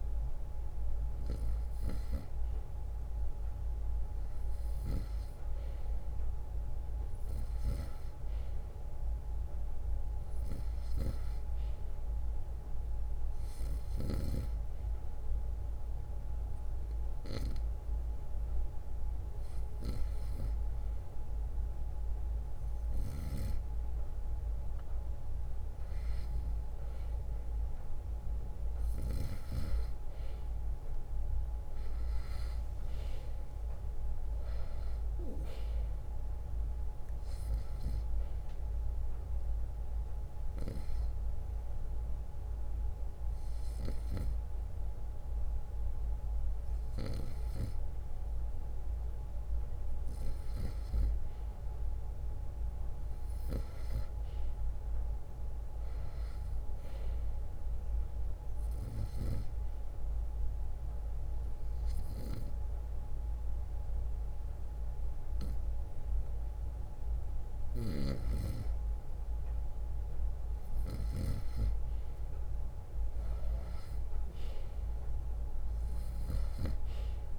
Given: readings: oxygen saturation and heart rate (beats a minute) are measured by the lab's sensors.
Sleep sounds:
breathing in sleep by a room microphone; 3
0.00-5.50 s: oxygen desaturation (device-marked, oxygen 91% lowest, heart rate 63 extreme)
2.50-14.50 s: drop in pulse transit time (device-marked, heart rate 65 before, 63 extreme)
9.00-12.00 s: arousal
16.00-27.50 s: hypopnea (oxygen 95% before, 91% lowest, heart rate 64 before, 62 extreme, up 2 after)
29.00-34.00 s: arousal
38.00-48.50 s: hypopnea (oxygen 94% before, 91% lowest, heart rate 65 before, 56 extreme, up 0 after)
50.50-54.50 s: arousal
56.50-70.50 s: bradycardia (device-marked, heart rate 72 before, 56 extreme)
58.00-60.00 s: long interval between heartbeats (device-marked, heart rate 65 before, 65 extreme)
60.00-70.00 s: obstructive apnea (oxygen 95% before, 91% lowest, heart rate 65 before, 57 extreme, up 11 after)
73.00-77.00 s: arousal
73.50-77.39 s: drop in pulse transit time (device-marked, heart rate 59 before, 65 extreme)
From the record:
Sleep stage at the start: N2 (light sleep); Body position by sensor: on the right side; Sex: male

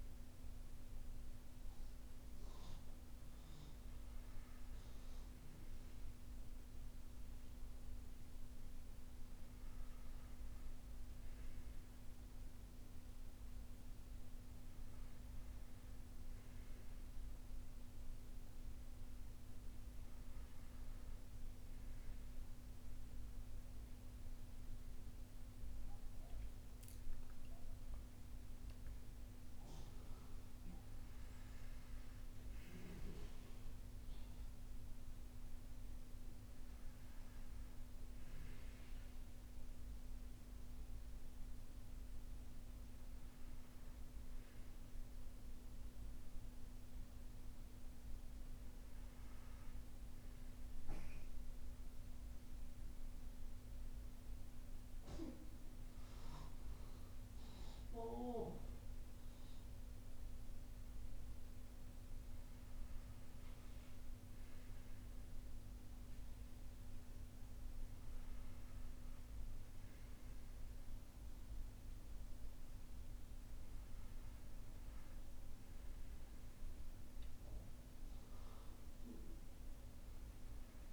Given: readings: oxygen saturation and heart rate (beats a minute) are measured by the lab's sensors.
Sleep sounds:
breathing in sleep, hard to hear, by a room microphone; none
none scored
From the record:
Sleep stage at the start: N1 (lightest sleep); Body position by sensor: on the right side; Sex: male

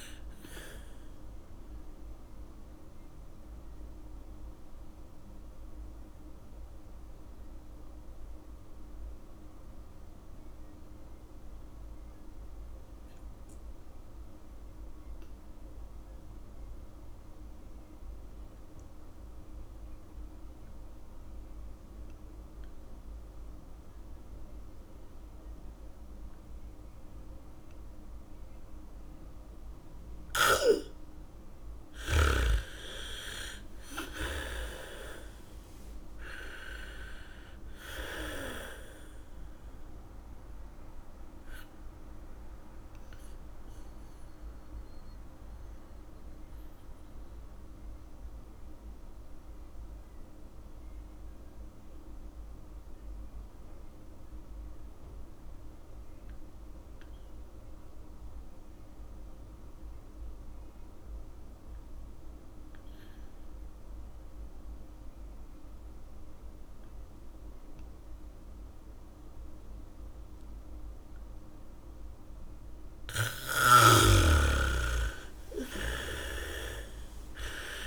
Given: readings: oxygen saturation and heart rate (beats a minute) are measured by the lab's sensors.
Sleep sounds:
breathing in sleep by a room microphone; 2
0.00-21.00 s: oxygen desaturation (device-marked, oxygen 77% lowest, heart rate 52 extreme)
2.00-31.00 s: mixed apnea (oxygen 100% before, 74% lowest, heart rate 67 before, 52 extreme, up 4 after)
24.00-27.00 s: bradycardia (device-marked, heart rate 70 before, 60 extreme)
29.00-36.00 s: bradycardia (device-marked, heart rate 70 before, 52 extreme)
29.00-56.00 s: oxygen desaturation (device-marked, oxygen 100% before, 74% lowest, heart rate 70 before, 40 extreme)
32.50-37.00 s: arousal
43.00-72.50 s: mixed apnea (oxygen 100% before, 74% lowest, heart rate 62 before, 35 extreme, up 0 after)
66.00-77.87 s: oxygen desaturation (device-marked, oxygen 100% before, 74% lowest, heart rate 74 before, 35 extreme)
69.00-77.87 s: bradycardia (device-marked, heart rate 70 before, 40 extreme)
75.00-77.87 s: arousal
From the record:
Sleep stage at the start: N2 (light sleep); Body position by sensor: on the back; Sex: female

